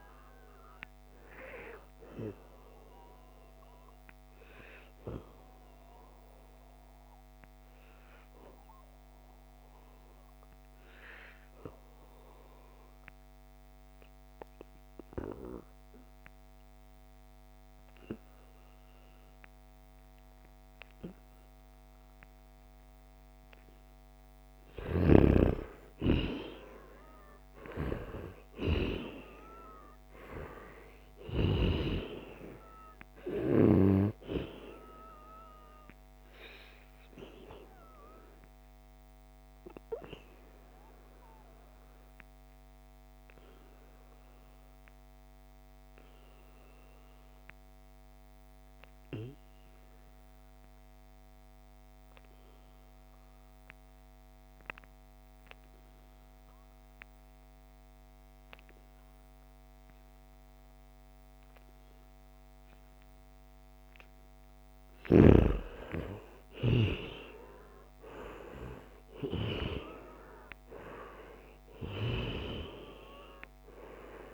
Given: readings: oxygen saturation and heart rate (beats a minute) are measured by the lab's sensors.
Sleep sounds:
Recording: breathing in sleep by a microphone on the trachea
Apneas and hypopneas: 2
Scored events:
4.00-23.00 s: obstructive apnea (oxygen 98% before, 88% lowest, heart rate 77 before, 72 extreme, up 2 after)
25.00-29.50 s: arousal
25.50-46.50 s: oxygen desaturation (device-marked, oxygen 97% before, 91% lowest, heart rate 76 before, 71 extreme)
36.00-65.00 s: obstructive apnea (oxygen 97% before, 88% lowest, heart rate 75 before, 71 extreme, up 4 after)
60.50-74.33 s: oxygen desaturation (device-marked, oxygen 97% before, 88% lowest, heart rate 75 before, 71 extreme)
67.00-71.00 s: arousal
From the record:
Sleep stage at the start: N2 (light sleep)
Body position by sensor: on the back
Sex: male

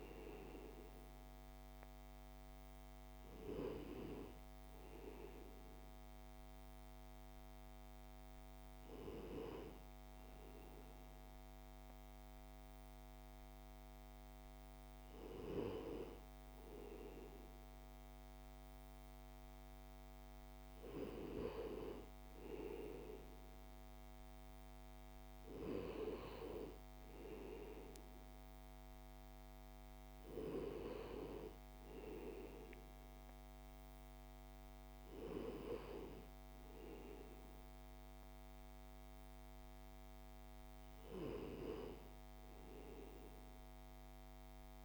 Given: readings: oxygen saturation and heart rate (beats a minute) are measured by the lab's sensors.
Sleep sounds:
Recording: breathing in sleep by a microphone on the trachea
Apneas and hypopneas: none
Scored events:
5.50-44.85 s: new sleep stage, REM sleep
From the record:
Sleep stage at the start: N1 (lightest sleep)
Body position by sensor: on the left side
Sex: male

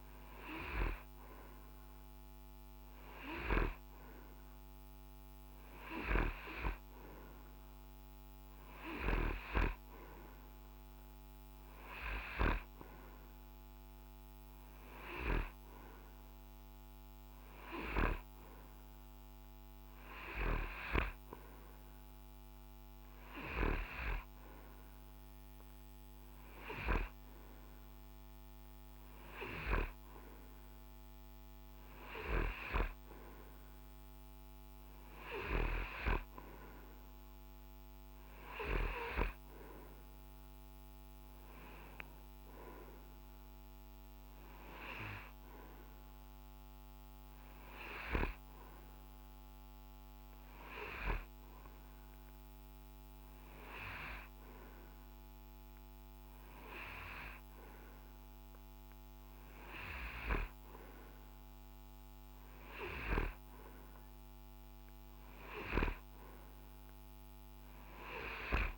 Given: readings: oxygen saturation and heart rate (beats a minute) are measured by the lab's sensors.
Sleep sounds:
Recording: breathing in sleep by a microphone on the trachea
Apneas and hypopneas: none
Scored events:
none scored
From the record:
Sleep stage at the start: N2 (light sleep)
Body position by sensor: on the right side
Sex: male

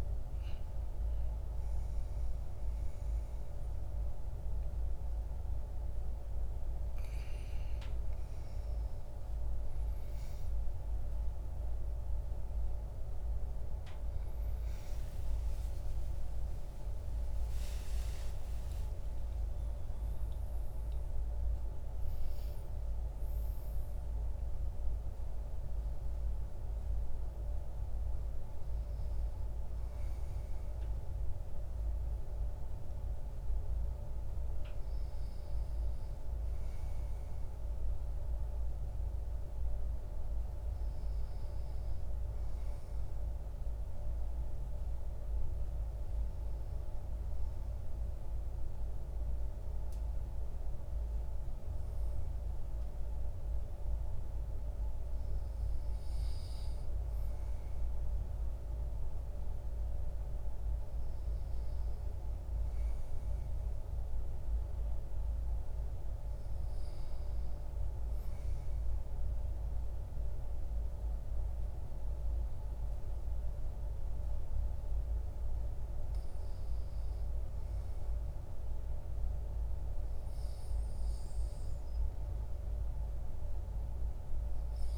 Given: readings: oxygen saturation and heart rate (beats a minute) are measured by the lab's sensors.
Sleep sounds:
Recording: breathing in sleep, hard to hear, by a room microphone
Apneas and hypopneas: none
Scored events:
10.00-16.50 s: arousal
From the record:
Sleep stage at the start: REM sleep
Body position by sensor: on the back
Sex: male

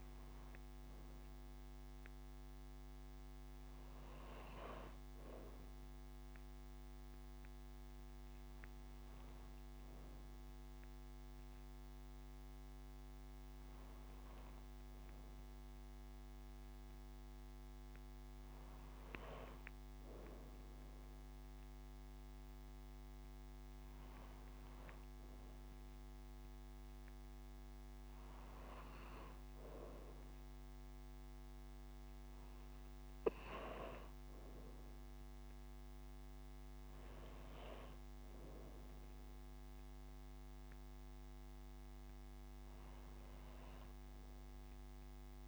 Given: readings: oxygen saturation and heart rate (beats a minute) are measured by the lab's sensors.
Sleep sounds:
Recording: breathing in sleep, hard to hear, by a microphone on the trachea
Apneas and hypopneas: none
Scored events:
none scored
From the record:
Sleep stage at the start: N2 (light sleep)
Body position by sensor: on the back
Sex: female

